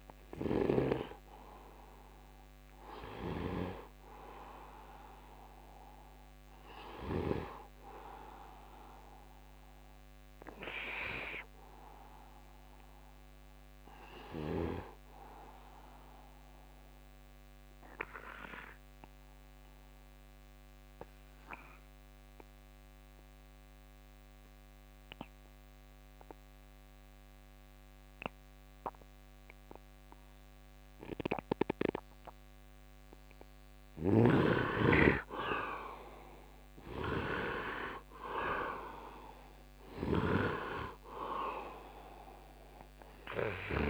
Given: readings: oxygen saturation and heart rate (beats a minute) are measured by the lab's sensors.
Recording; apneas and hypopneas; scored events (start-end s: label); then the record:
breathing in sleep by a microphone on the trachea; 1
0.00-1.00 s: snoring (device-marked)
0.00-11.00 s: oxygen desaturation (device-marked, oxygen 88% lowest, heart rate 74 extreme)
16.00-33.00 s: obstructive apnea (oxygen 98% before, 81% lowest, heart rate 78 before, 67 extreme, up 8 after)
28.00-43.90 s: oxygen desaturation (device-marked, oxygen 98% before, 82% lowest, heart rate 77 before, 67 extreme)
34.00-43.90 s: snoring (device-marked)
34.50-39.00 s: arousal
From the record:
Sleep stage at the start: N2 (light sleep); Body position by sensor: on the right side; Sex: male